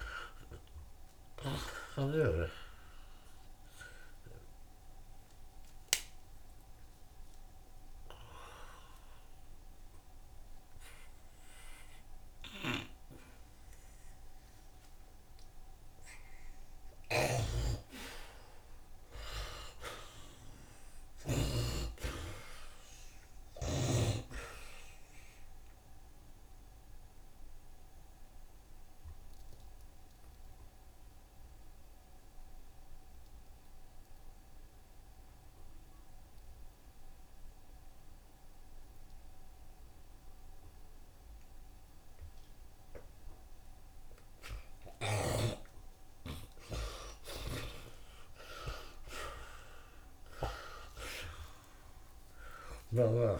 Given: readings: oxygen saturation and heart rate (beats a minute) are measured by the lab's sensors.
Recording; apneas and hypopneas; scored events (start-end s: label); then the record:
breathing in sleep by a room microphone; 2
0.00-18.50 s: oxygen desaturation (device-marked, oxygen 51% lowest, heart rate 70 extreme)
1.00-3.00 s: long interval between heartbeats (device-marked, heart rate 83 before, 88 extreme)
5.50-11.50 s: tachycardia (device-marked, heart rate 73 before, 109 extreme)
6.50-17.00 s: mixed apnea (oxygen 58% before, 52% lowest, heart rate 84 before, 72 extreme)
7.50-9.50 s: long interval between heartbeats (device-marked, heart rate 84 before, 83 extreme)
9.50-11.50 s: long interval between heartbeats (device-marked, heart rate 86 before, 108 extreme)
12.00-14.00 s: long interval between heartbeats (device-marked, heart rate 89 before, 117 extreme)
17.50-22.00 s: snoring (device-marked)
19.00-22.50 s: arousal
20.50-38.50 s: oxygen desaturation (device-marked, oxygen 85% before, 58% lowest, heart rate 92 before, 70 extreme)
26.00-45.00 s: obstructive apnea (oxygen 85% before, 58% lowest, heart rate 90 before, 70 extreme, up 11 after)
35.50-37.50 s: long interval between heartbeats (device-marked, heart rate 79 before, 73 extreme)
43.50-53.40 s: oxygen desaturation (device-marked, oxygen 81% before, 58% lowest, heart rate 76 before, 75 extreme)
50.00-53.40 s: arousal
From the record:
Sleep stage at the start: N2 (light sleep); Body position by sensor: on the right side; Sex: male